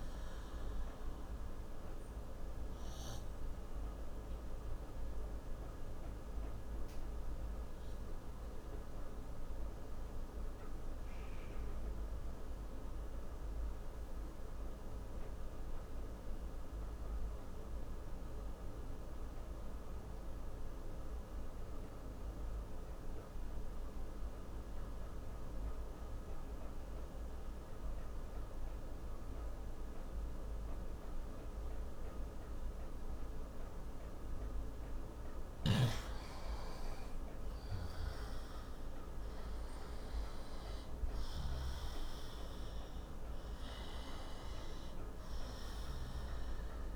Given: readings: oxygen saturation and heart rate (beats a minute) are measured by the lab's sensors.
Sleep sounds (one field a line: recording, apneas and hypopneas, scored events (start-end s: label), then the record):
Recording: breathing in sleep, hard to hear, by a room microphone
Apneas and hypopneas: 1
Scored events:
0.00-21.00 s: oxygen desaturation (device-marked, oxygen 89% lowest)
2.50-33.50 s: obstructive apnea (oxygen 96% before, 88% lowest)
36.00-40.00 s: arousal
38.00-46.96 s: oxygen desaturation (device-marked, oxygen 98% before, 88% lowest)
From the record:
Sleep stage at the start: N2 (light sleep)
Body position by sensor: on the left side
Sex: male